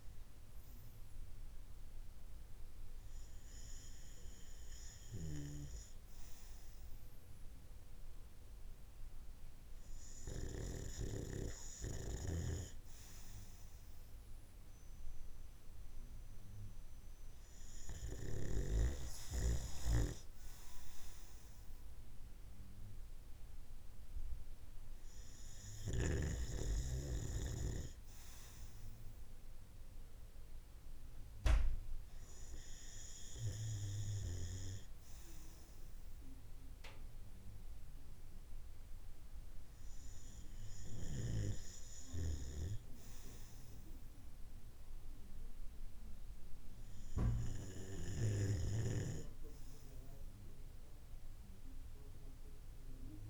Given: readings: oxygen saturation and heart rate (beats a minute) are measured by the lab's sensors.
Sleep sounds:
breathing in sleep by a room microphone; none
none scored
From the record:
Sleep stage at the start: REM sleep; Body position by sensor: on the right side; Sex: male

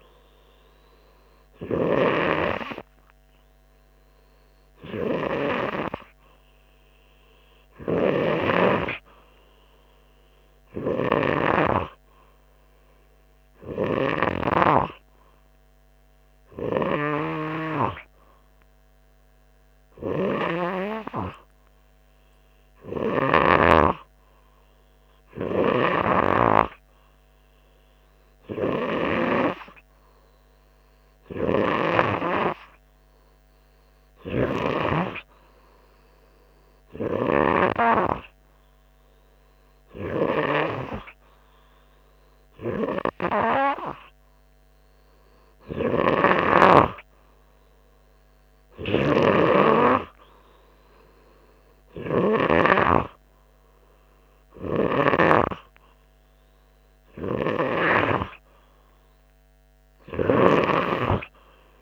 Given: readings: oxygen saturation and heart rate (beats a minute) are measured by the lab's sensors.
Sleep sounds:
breathing in sleep by a microphone on the trachea; none
none scored
From the record:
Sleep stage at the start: N2 (light sleep); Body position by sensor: on the front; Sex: male

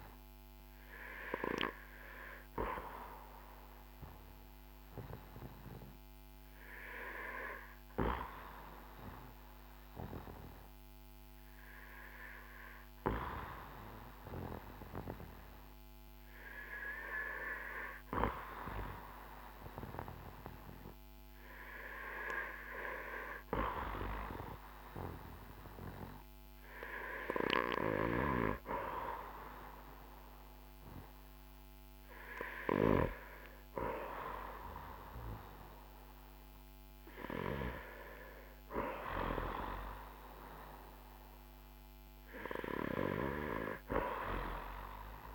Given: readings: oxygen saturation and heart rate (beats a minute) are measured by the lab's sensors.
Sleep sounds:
breathing in sleep by a microphone on the trachea; 1
0.00-4.00 s: arousal
6.00-24.00 s: hypopnea (oxygen 96% before, 92% lowest, heart rate 59 before, 53 extreme, up 10 after)
26.50-31.00 s: arousal
From the record:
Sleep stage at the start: N2 (light sleep); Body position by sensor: on the back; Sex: male

